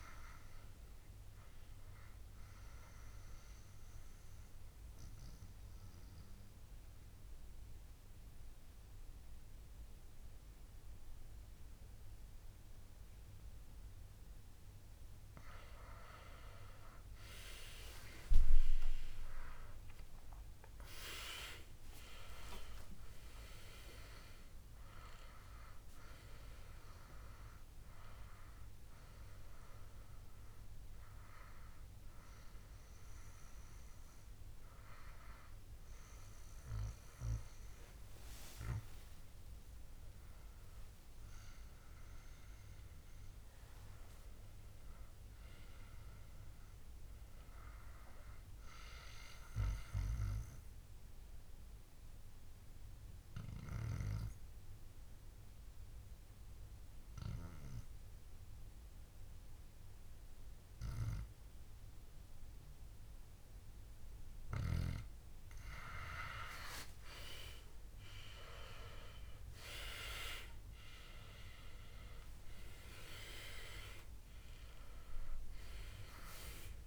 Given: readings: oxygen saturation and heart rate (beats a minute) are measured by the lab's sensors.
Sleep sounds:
breathing in sleep by a room microphone; 3
2.00-15.50 s: mixed apnea (oxygen 97% before, 95% lowest, heart rate 74 before, 61 extreme, up 15 after)
19.00-24.00 s: arousal
29.50-40.50 s: hypopnea (oxygen 98% before, 93% lowest, heart rate 69 before, 59 extreme, up 3 after)
42.00-46.00 s: arousal
49.50-64.50 s: obstructive apnea (oxygen 98% before, 93% lowest, heart rate 68 before, 59 extreme, up 16 after)
68.00-70.00 s: long interval between heartbeats (device-marked, heart rate 62 before, 69 extreme)
68.00-73.50 s: arousal
71.00-76.87 s: oxygen desaturation (device-marked, oxygen 96% before, 93% lowest, heart rate 63 before, 60 extreme)
From the record:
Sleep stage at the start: N2 (light sleep); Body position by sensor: on the back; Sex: male

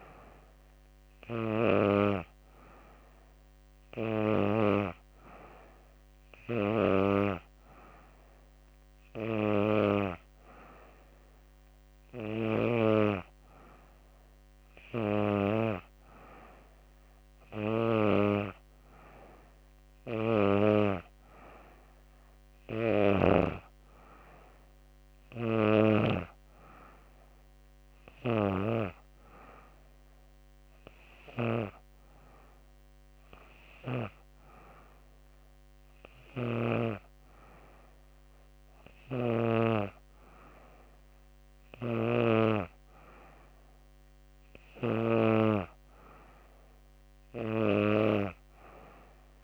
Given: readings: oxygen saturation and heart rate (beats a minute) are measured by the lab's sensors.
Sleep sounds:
breathing in sleep by a microphone on the trachea; none
none scored
From the record:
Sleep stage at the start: N2 (light sleep); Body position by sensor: on the back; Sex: female

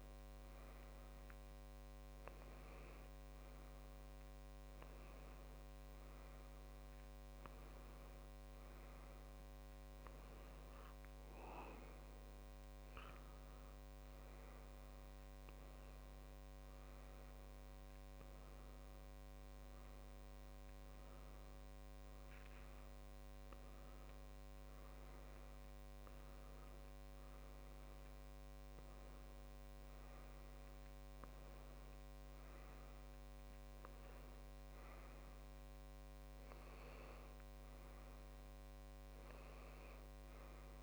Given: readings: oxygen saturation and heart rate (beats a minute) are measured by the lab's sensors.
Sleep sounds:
breathing in sleep, hard to hear, by a microphone on the trachea; none
14.50-16.50 s: long interval between heartbeats (device-marked)
32.50-34.50 s: long interval between heartbeats (device-marked)
35.50-37.50 s: long interval between heartbeats (device-marked)
36.50-40.83 s: tachycardia (device-marked, heart rate 37 before, 175 extreme)
39.00-40.83 s: long interval between heartbeats (device-marked)
From the record:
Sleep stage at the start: N2 (light sleep); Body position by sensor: on the left side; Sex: male

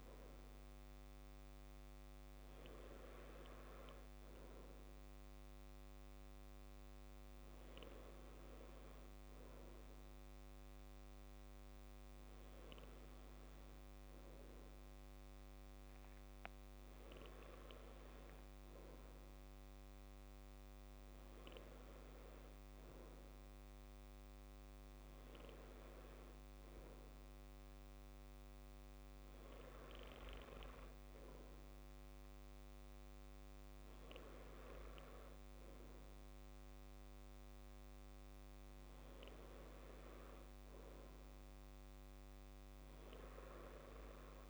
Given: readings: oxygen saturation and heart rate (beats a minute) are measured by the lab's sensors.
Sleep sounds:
breathing in sleep, hard to hear, by a microphone on the trachea; none
none scored
From the record:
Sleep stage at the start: N2 (light sleep); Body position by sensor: on the back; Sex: male

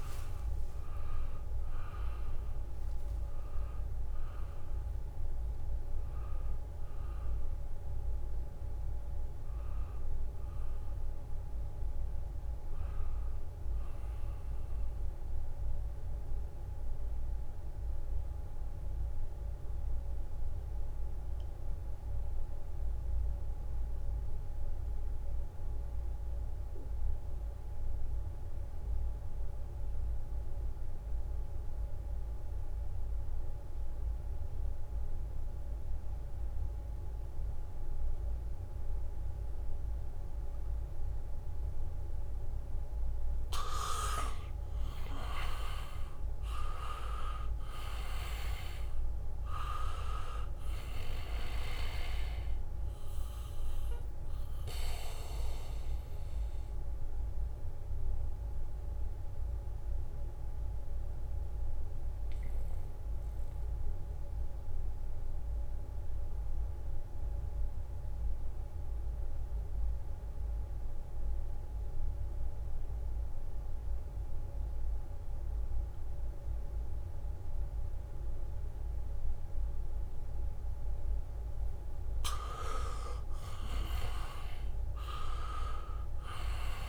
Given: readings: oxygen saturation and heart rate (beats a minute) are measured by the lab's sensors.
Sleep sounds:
breathing in sleep by a room microphone; 2
0.00-4.50 s: leg movement (device-marked)
0.00-17.00 s: oxygen desaturation (device-marked, oxygen 83% lowest, heart rate 62 extreme)
3.00-42.00 s: obstructive apnea (oxygen 100% before, 82% lowest, heart rate 74 before, 66 extreme)
38.00-66.00 s: oxygen desaturation (device-marked, oxygen 98% before, 83% lowest, heart rate 72 before, 66 extreme)
45.50-49.00 s: arousal
57.50-81.50 s: mixed apnea (oxygen 99% before, 82% lowest, heart rate 69 before, 67 extreme)
75.00-86.89 s: oxygen desaturation (device-marked, oxygen 98% before, 82% lowest, heart rate 71 before, 62 extreme)
82.00-86.89 s: leg movement (device-marked)
83.50-86.89 s: arousal
From the record:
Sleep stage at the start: N2 (light sleep); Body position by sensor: on the back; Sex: male

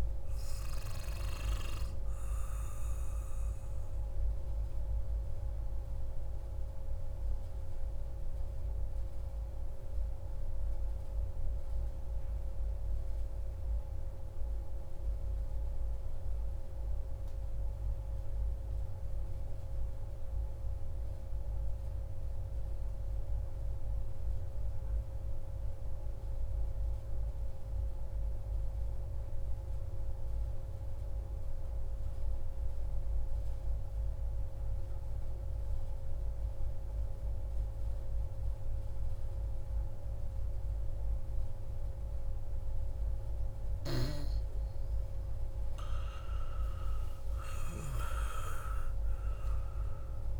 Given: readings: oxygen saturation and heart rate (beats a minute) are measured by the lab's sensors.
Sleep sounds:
breathing in sleep, hard to hear, by a room microphone; 1
0.00-10.00 s: oxygen desaturation (device-marked, oxygen 90% lowest)
2.50-42.00 s: mixed apnea (oxygen 96% before, 90% lowest)
32.00-50.40 s: oxygen desaturation (device-marked, oxygen 97% before, 90% lowest)
43.50-48.00 s: arousal
From the record:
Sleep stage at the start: N2 (light sleep); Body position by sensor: on the back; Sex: male

